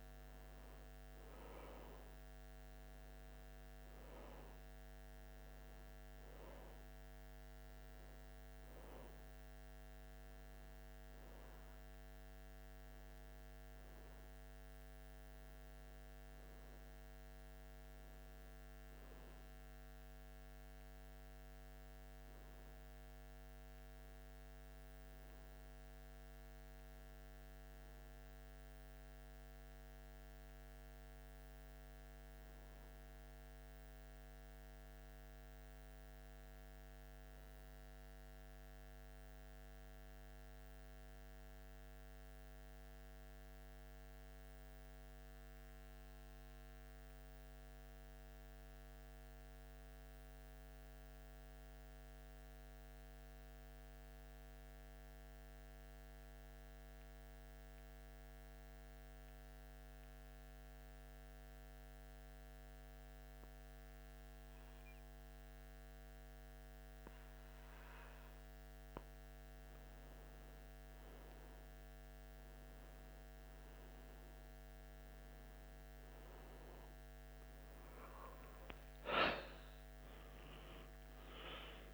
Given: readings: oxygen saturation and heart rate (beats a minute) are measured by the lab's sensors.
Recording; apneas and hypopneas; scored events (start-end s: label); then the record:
breathing in sleep, hard to hear, by a microphone on the trachea; 1
26.00-57.00 s: oxygen desaturation (device-marked, oxygen 97% before, 90% lowest, heart rate 81 before, 79 extreme)
43.00-69.00 s: central apnea (oxygen 97% before, 90% lowest, heart rate 80 before, 78 extreme, up 0 after)
50.00-80.00 s: new sleep stage, N2 (light sleep)
71.00-75.50 s: arousal
80.00-81.94 s: new sleep stage, N1 (lightest sleep)
From the record:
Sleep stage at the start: N1 (lightest sleep); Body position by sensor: on the back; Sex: male